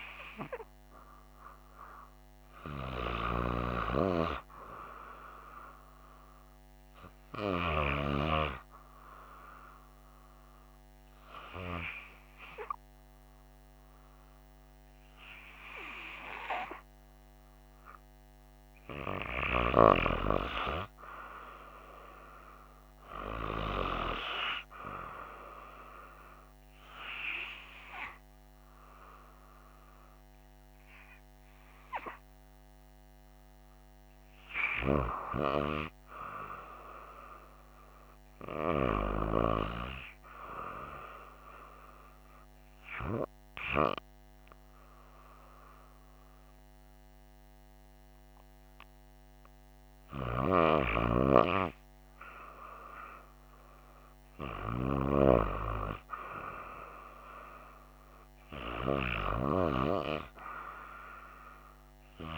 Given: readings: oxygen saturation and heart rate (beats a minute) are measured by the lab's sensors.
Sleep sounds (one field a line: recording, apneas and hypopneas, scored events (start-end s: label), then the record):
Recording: breathing in sleep by a microphone on the trachea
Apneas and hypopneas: none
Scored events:
51.50-62.38 s: new sleep stage, N2 (light sleep)
From the record:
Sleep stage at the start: REM sleep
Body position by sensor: on the right side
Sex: female